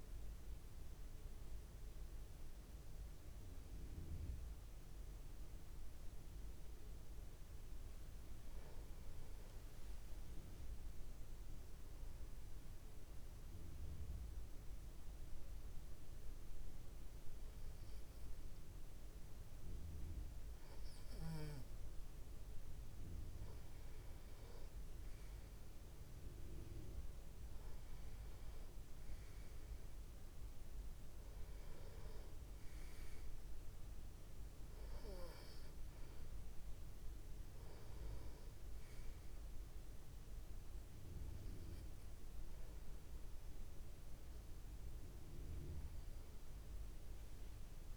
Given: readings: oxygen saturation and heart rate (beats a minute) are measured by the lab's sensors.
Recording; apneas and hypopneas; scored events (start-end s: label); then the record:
breathing in sleep, hard to hear, by a room microphone; 1
12.00-23.00 s: obstructive apnea (oxygen 98% before, 91% lowest)
26.00-29.50 s: arousal
30.00-47.97 s: new sleep stage, N2 (light sleep)
30.00-47.97 s: oxygen desaturation (device-marked, oxygen 96% before, 92% lowest)
From the record:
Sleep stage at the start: N1 (lightest sleep); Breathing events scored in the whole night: 298 in 4.2 hours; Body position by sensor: on the back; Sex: male